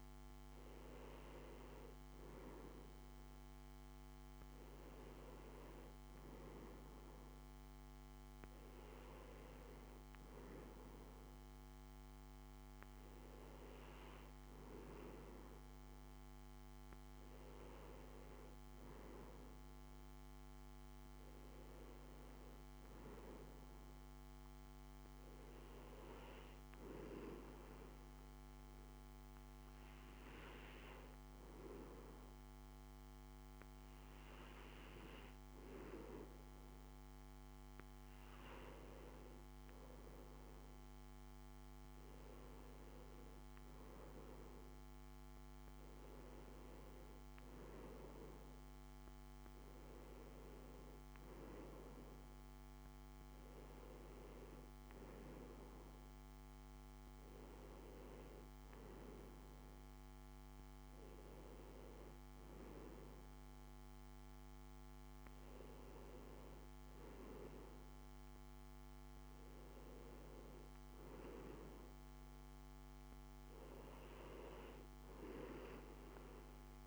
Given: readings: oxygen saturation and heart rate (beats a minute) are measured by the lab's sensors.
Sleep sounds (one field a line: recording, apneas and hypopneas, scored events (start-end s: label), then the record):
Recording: breathing in sleep by a microphone on the trachea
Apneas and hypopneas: none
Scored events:
none scored
From the record:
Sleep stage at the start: N2 (light sleep)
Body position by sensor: on the back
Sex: male